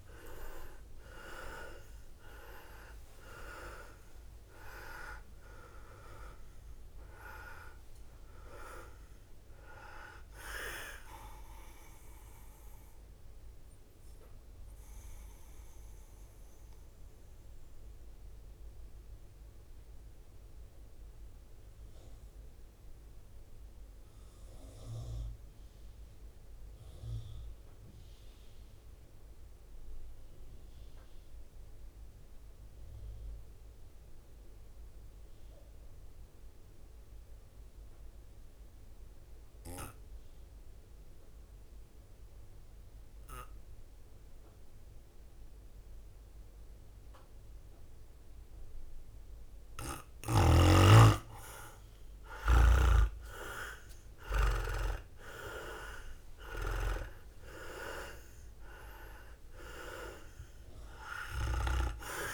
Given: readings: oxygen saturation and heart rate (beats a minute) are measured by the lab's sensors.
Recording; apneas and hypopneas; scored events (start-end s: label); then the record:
breathing in sleep by a room microphone; 1
0.00-3.00 s: arousal
1.00-9.00 s: tachycardia (device-marked, heart rate 57 before, 172 extreme)
1.50-8.50 s: leg movement (device-marked)
2.00-19.00 s: drop in pulse transit time (device-marked, heart rate 57 before, 54 extreme)
2.50-4.50 s: long interval between heartbeats (device-marked, heart rate 57 before, 92 extreme)
4.50-6.50 s: long interval between heartbeats (device-marked, heart rate 61 before, 134 extreme)
7.50-9.50 s: long interval between heartbeats (device-marked, heart rate 74 before, 150 extreme)
15.00-49.00 s: mixed apnea (oxygen 99% before, 92% lowest, heart rate 99 before, 52 extreme, up 35 after)
28.00-39.00 s: oxygen desaturation (device-marked, oxygen 97% before, 94% lowest, heart rate 73 before, 52 extreme)
52.00-56.50 s: arousal
53.00-59.50 s: leg movement (device-marked)
53.00-62.33 s: drop in pulse transit time (device-marked, heart rate 54 before, 55 extreme)
56.50-58.50 s: long interval between heartbeats (device-marked, heart rate 56 before, 87 extreme)
From the record:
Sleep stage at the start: N2 (light sleep); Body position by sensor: on the right side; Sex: male